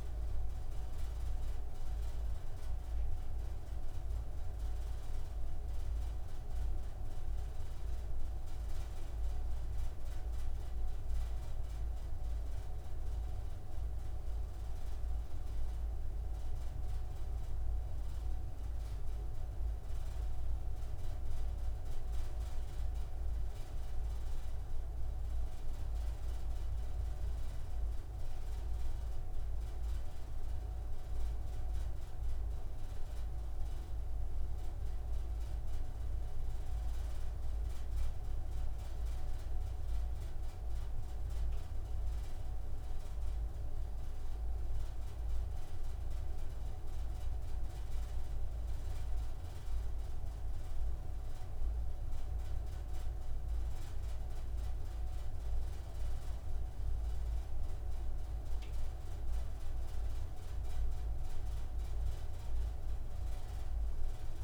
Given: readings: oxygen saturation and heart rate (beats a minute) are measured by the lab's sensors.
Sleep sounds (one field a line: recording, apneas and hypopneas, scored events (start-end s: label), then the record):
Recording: breathing in sleep, hard to hear, by a room microphone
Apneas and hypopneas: none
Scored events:
none scored
From the record:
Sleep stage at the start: N3 (deep sleep)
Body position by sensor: on the right side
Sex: male